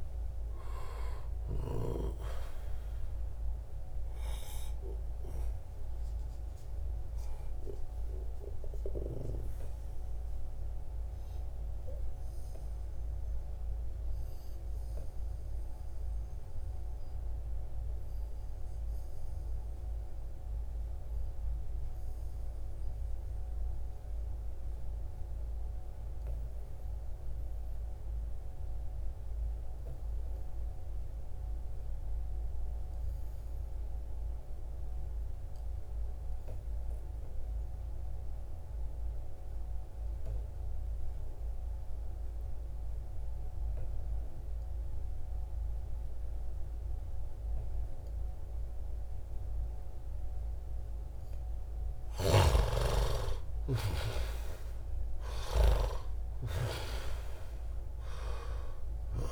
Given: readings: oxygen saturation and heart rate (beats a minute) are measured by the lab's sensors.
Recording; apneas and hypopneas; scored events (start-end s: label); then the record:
breathing in sleep by a room microphone; 1
6.50-59.31 s: new sleep stage, REM sleep
7.50-16.50 s: oxygen desaturation (device-marked, oxygen 92% before, 88% lowest, heart rate 75 before, 61 extreme)
9.50-49.50 s: obstructive apnea (oxygen 94% before, 82% lowest, heart rate 77 before, 59 extreme, up 13 after)
34.50-59.31 s: oxygen desaturation (device-marked, oxygen 96% before, 82% lowest, heart rate 66 before, 59 extreme)
41.50-43.50 s: bradycardia (device-marked, heart rate 70 before, 61 extreme)
51.50-55.00 s: snoring (device-marked)
51.50-56.00 s: arousal
From the record:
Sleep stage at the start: N2 (light sleep); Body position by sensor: on the back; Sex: male